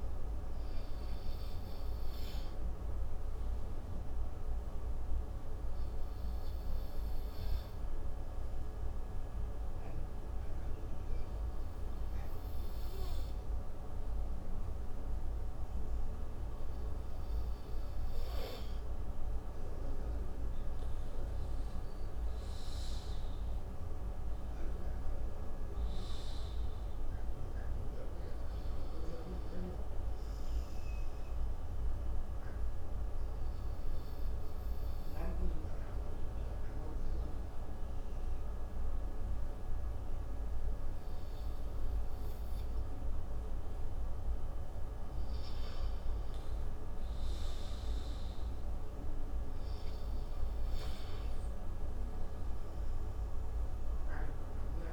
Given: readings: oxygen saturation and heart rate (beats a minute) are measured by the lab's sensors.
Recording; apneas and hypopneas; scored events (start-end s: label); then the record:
breathing in sleep, hard to hear, by a room microphone; 2
5.50-18.00 s: obstructive apnea (oxygen 96% before, 92% lowest)
8.50-13.50 s: oxygen desaturation (device-marked, oxygen 95% before, 92% lowest)
21.50-25.50 s: arousal
24.50-34.50 s: oxygen desaturation (device-marked, oxygen 96% before, 93% lowest)
32.00-44.00 s: obstructive apnea (oxygen 96% before, 90% lowest, heart rate 56 before, 25 extreme, up 20 after)
45.00-49.50 s: arousal
From the record:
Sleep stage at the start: N2 (light sleep); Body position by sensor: on the right side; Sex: male